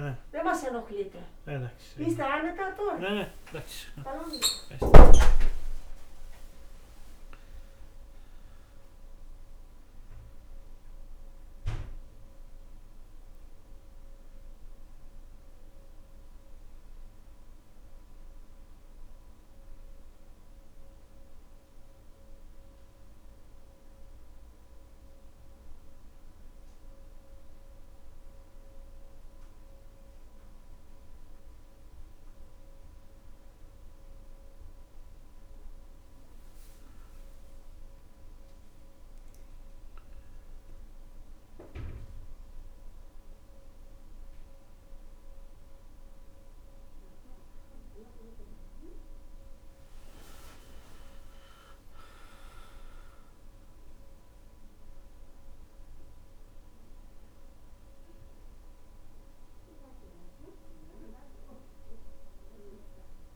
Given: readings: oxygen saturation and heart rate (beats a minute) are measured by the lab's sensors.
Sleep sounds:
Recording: a person partly awake in a sleep study, by a room microphone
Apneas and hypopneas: none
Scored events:
13.00-63.36 s: new sleep stage, N2 (light sleep)
37.00-39.00 s: long interval between heartbeats (device-marked, heart rate 67 before, 63 extreme)
From the record:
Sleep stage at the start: awake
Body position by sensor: on the back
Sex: male

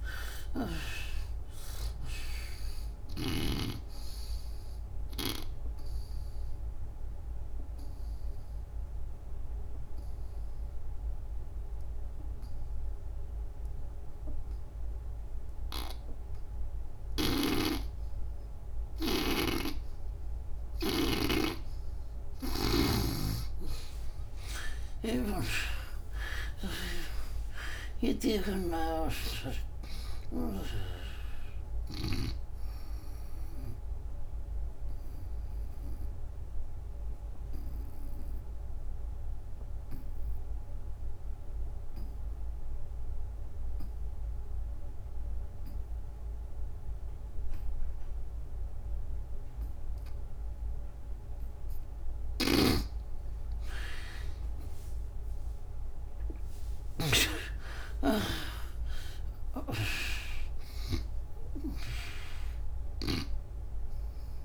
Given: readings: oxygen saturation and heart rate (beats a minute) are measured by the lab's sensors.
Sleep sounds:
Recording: breathing in sleep by a room microphone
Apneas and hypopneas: 2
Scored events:
0.00-3.00 s: snoring (device-marked)
0.00-13.50 s: oxygen desaturation (device-marked, oxygen 78% lowest, heart rate 65 extreme)
5.00-20.50 s: obstructive apnea (oxygen 98% before, 73% lowest, heart rate 77 before, 65 extreme, up 35 after)
17.00-21.00 s: snoring (device-marked)
22.50-42.50 s: oxygen desaturation (device-marked, oxygen 96% before, 78% lowest, heart rate 80 before, 70 extreme)
25.00-29.00 s: arousal
28.00-32.00 s: snoring (device-marked)
34.50-51.00 s: obstructive apnea (oxygen 96% before, 72% lowest, heart rate 87 before, 67 extreme)
52.00-57.00 s: snoring (device-marked)
53.50-56.50 s: arousal
56.50-64.45 s: oxygen desaturation (device-marked, oxygen 96% before, 73% lowest, heart rate 85 before, 66 extreme)
From the record:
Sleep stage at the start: N2 (light sleep)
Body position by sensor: on the back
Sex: female

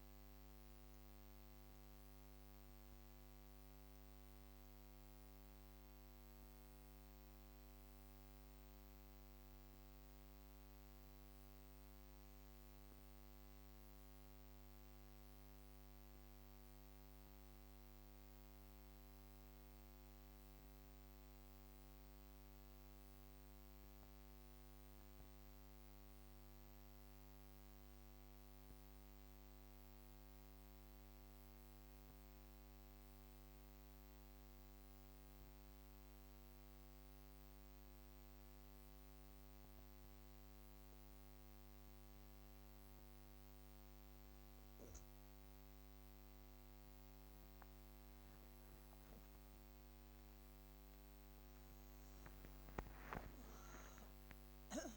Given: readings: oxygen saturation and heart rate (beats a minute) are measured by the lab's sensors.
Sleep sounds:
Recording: breathing in sleep, hard to hear, by a microphone on the trachea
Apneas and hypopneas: 1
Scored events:
28.50-45.00 s: obstructive apnea (oxygen 98% before, 93% lowest)
41.00-54.97 s: oxygen desaturation (device-marked, oxygen 97% before, 93% lowest)
48.00-52.00 s: arousal
From the record:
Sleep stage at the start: N2 (light sleep)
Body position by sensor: on the back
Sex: female

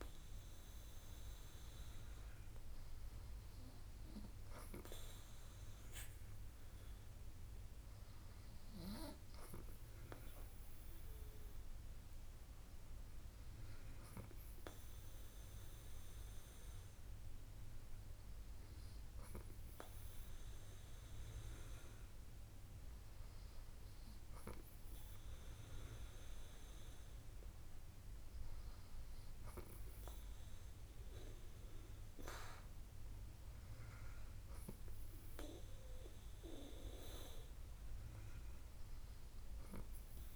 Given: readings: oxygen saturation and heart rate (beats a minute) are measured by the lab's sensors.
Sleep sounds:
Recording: breathing in sleep by a room microphone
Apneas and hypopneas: none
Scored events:
none scored
From the record:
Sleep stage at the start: N2 (light sleep)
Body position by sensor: on the back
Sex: female

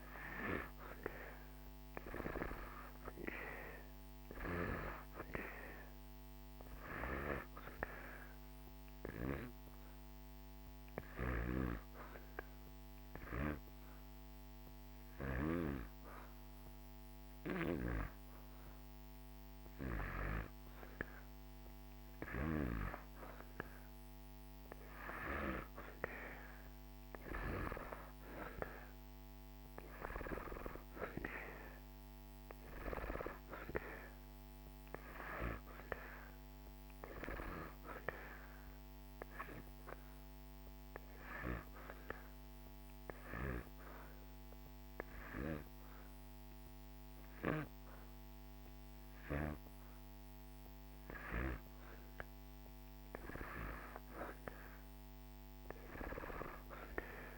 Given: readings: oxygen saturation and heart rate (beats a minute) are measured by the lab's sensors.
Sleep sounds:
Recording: breathing in sleep by a microphone on the trachea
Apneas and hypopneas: 2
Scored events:
7.00-25.00 s: oxygen desaturation (device-marked, oxygen 93% before, 84% lowest)
10.50-21.00 s: hypopnea (oxygen 93% before, 84% lowest)
26.00-29.50 s: arousal
36.00-53.00 s: oxygen desaturation (device-marked, oxygen 91% before, 86% lowest)
41.50-51.50 s: hypopnea (oxygen 91% before, 86% lowest)
From the record:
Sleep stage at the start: N2 (light sleep)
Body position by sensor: on the back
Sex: male

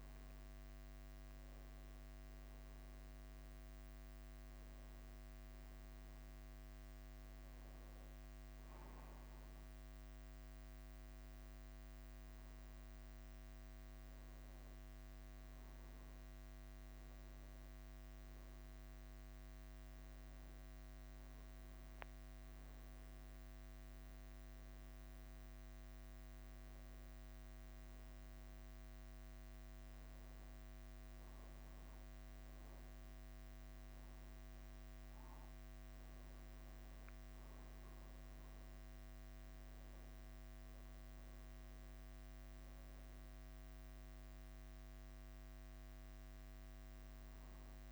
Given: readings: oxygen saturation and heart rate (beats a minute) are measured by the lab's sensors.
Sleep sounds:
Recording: breathing in sleep, hard to hear, by a microphone on the trachea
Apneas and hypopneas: none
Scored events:
0.00-47.92 s: bradycardia (device-marked, heart rate 45 extreme)
From the record:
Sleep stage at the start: N1 (lightest sleep)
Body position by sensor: on the back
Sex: male

